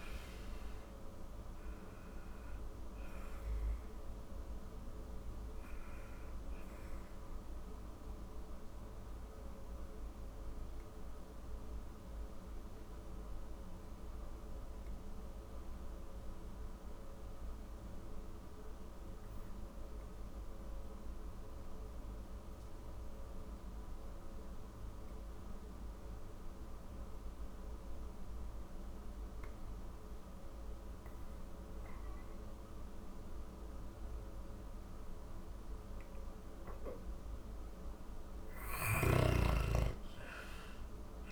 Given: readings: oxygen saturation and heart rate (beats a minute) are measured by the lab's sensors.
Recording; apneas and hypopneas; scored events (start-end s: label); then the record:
breathing in sleep, hard to hear, by a room microphone; 1
0.00-18.50 s: oxygen desaturation (device-marked, oxygen 87% lowest, heart rate 26 extreme)
7.50-36.00 s: obstructive apnea (oxygen 98% before, 87% lowest)
30.50-41.32 s: oxygen desaturation (device-marked, oxygen 99% before, 87% lowest)
38.50-41.32 s: arousal
From the record:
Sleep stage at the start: N2 (light sleep); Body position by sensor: on the back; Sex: female